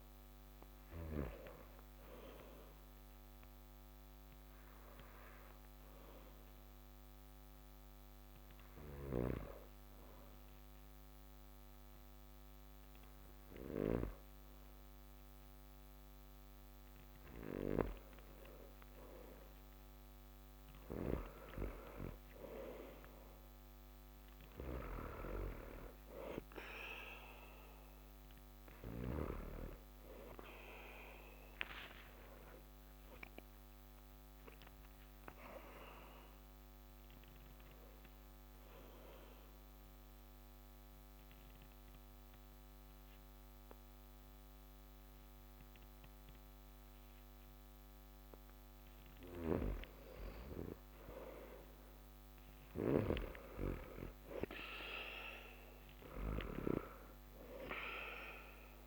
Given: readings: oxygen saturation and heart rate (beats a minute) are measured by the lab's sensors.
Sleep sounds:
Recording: breathing in sleep by a microphone on the trachea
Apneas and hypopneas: 2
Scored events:
3.00-19.00 s: oxygen desaturation (device-marked, oxygen 97% before, 93% lowest)
4.00-18.50 s: hypopnea (oxygen 97% before, 88% lowest)
20.50-24.50 s: arousal
26.00-46.00 s: oxygen desaturation (device-marked, oxygen 96% before, 91% lowest)
38.50-49.50 s: mixed apnea (oxygen 96% before, 88% lowest)
51.00-55.00 s: arousal
52.50-56.50 s: snoring (device-marked)
53.00-58.87 s: oxygen desaturation (device-marked, oxygen 96% before, 88% lowest)
From the record:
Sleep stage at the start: N2 (light sleep)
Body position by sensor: on the back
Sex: male

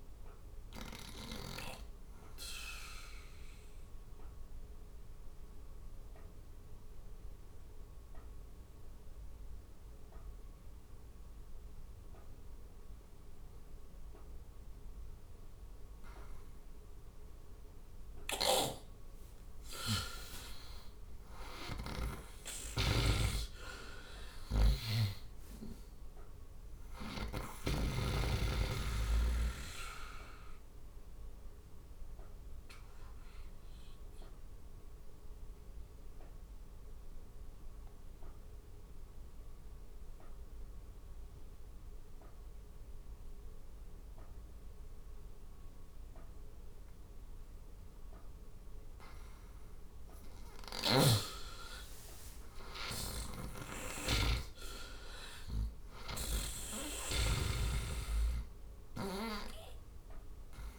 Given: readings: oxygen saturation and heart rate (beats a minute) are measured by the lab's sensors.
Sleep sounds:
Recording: breathing in sleep by a room microphone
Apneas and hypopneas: 2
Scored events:
0.50-23.50 s: oxygen desaturation (device-marked, oxygen 95% before, 88% lowest, heart rate 73 before, 71 extreme)
1.50-18.00 s: obstructive apnea (oxygen 96% before, 88% lowest, heart rate 74 before, 71 extreme, up 7 after)
21.00-24.50 s: arousal
21.00-24.50 s: snoring (device-marked)
31.00-48.00 s: obstructive apnea (oxygen 95% before, 89% lowest, heart rate 75 before, 67 extreme, up 8 after)
50.50-54.00 s: arousal
52.50-56.00 s: snoring (device-marked)
From the record:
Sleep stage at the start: N2 (light sleep)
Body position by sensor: on the right side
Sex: male

